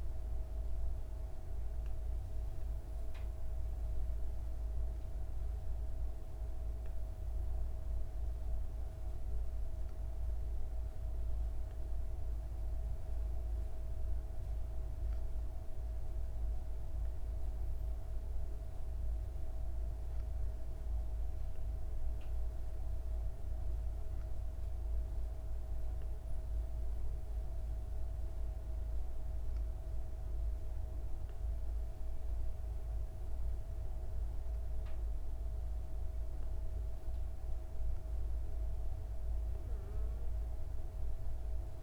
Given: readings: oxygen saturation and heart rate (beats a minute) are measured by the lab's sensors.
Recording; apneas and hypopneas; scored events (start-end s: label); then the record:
breathing in sleep, hard to hear, by a room microphone; none
12.00-41.83 s: new sleep stage, N2 (light sleep)
From the record:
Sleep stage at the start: N1 (lightest sleep); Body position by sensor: on the back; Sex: female